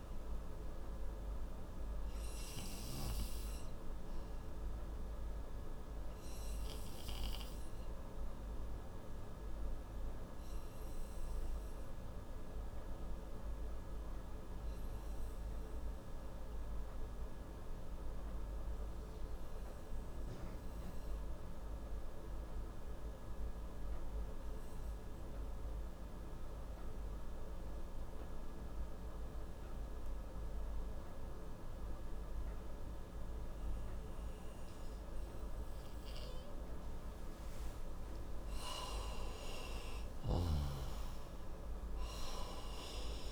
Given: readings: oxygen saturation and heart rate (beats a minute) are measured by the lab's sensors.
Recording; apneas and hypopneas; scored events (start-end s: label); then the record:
breathing in sleep, hard to hear, by a room microphone; 1
0.00-20.50 s: oxygen desaturation (device-marked, oxygen 89% lowest, heart rate 56 extreme)
14.00-36.00 s: obstructive apnea (oxygen 94% before, 90% lowest, heart rate 64 before, 57 extreme, up 8 after)
38.00-41.50 s: arousal
41.50-43.32 s: oxygen desaturation (device-marked, oxygen 96% before, 90% lowest, heart rate 63 before, 59 extreme)
From the record:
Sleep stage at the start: N2 (light sleep); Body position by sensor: on the right side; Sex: male